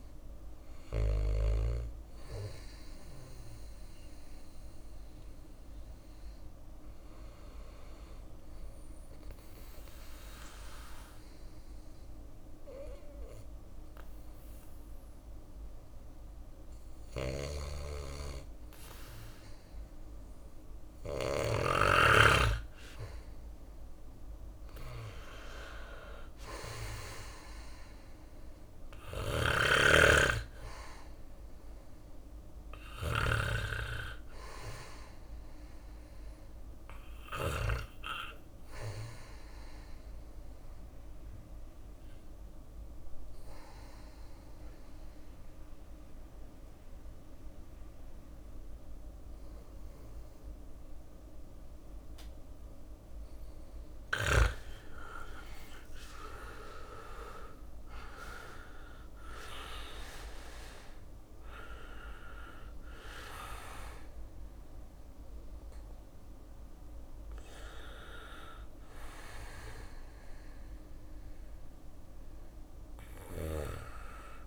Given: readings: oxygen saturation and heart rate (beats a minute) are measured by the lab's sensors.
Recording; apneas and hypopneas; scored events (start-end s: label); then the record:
breathing in sleep by a room microphone; 2
0.00-24.00 s: bradycardia (device-marked, heart rate 55 extreme)
7.50-17.50 s: obstructive apnea (oxygen 100% before, 94% lowest, heart rate 59 before, 57 extreme, up 2 after)
16.00-20.50 s: snoring (device-marked)
21.00-25.00 s: arousal
28.00-36.50 s: snoring (device-marked)
28.00-40.00 s: oxygen desaturation (device-marked, oxygen 98% before, 95% lowest, heart rate 58 before, 58 extreme)
37.00-42.00 s: bradycardia (device-marked, heart rate 61 before, 59 extreme)
39.00-52.50 s: obstructive apnea (oxygen 98% before, 94% lowest, heart rate 60 before, 58 extreme, up 4 after)
53.50-57.00 s: arousal
54.00-66.00 s: drop in pulse transit time (device-marked, heart rate 60 before, 58 extreme)
55.00-74.46 s: new sleep stage, N1 (lightest sleep)
56.00-74.46 s: oxygen desaturation (device-marked, oxygen 98% before, 94% lowest, heart rate 60 before, 58 extreme)
60.00-63.00 s: bradycardia (device-marked, heart rate 61 before, 60 extreme)
From the record:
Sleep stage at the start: N2 (light sleep); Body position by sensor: on the back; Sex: male